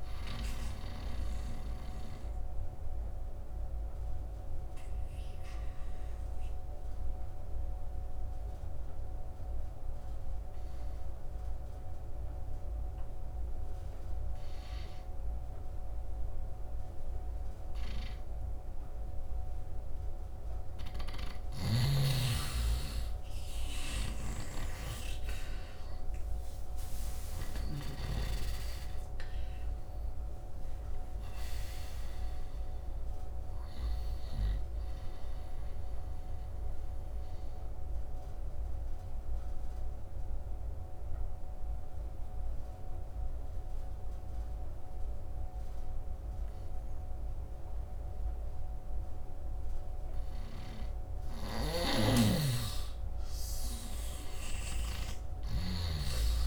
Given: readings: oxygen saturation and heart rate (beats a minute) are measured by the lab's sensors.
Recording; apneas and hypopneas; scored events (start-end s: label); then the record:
breathing in sleep by a room microphone; 2
0.00-16.50 s: oxygen desaturation (device-marked, oxygen 83% lowest, heart rate 73 extreme)
3.00-20.00 s: obstructive apnea (oxygen 99% before, 83% lowest, heart rate 78 before, 71 extreme, up 11 after)
18.50-48.50 s: oxygen desaturation (device-marked, oxygen 100% before, 84% lowest, heart rate 78 before, 67 extreme)
23.50-27.50 s: snoring (device-marked)
23.50-28.50 s: arousal
36.00-49.50 s: obstructive apnea (oxygen 100% before, 81% lowest, heart rate 81 before, 67 extreme, up 12 after)
51.00-55.50 s: snoring (device-marked)
52.00-56.00 s: arousal
54.50-56.47 s: oxygen desaturation (device-marked, oxygen 100% before, 88% lowest, heart rate 75 before, 73 extreme)
From the record:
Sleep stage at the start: N2 (light sleep); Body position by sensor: on the right side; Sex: male